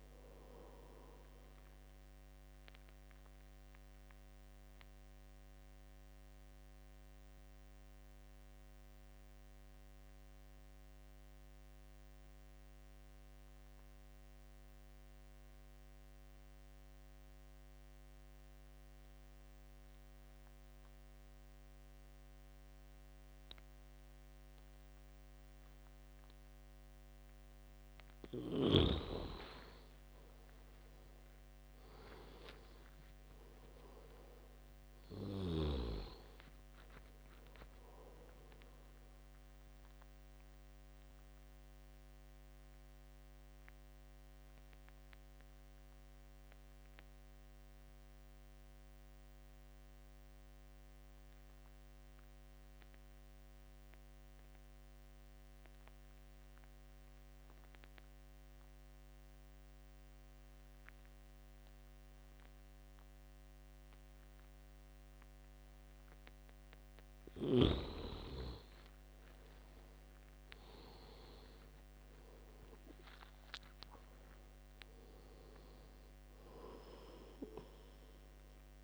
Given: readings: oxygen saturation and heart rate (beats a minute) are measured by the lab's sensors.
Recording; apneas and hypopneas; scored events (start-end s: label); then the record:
breathing in sleep by a microphone on the trachea; 2
0.00-18.50 s: oxygen desaturation (device-marked, oxygen 81% lowest, heart rate 71 extreme)
3.00-27.00 s: obstructive apnea (oxygen 98% before, 81% lowest, heart rate 78 before, 71 extreme, up 15 after)
25.50-56.50 s: oxygen desaturation (device-marked, oxygen 98% before, 82% lowest, heart rate 73 before, 71 extreme)
29.00-34.00 s: arousal
40.50-66.00 s: obstructive apnea (oxygen 98% before, 78% lowest, heart rate 80 before, 71 extreme, up 14 after)
68.00-71.50 s: arousal
69.50-78.83 s: oxygen desaturation (device-marked, oxygen 97% before, 78% lowest, heart rate 75 before, 71 extreme)
From the record:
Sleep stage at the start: N2 (light sleep); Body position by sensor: on the back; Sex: male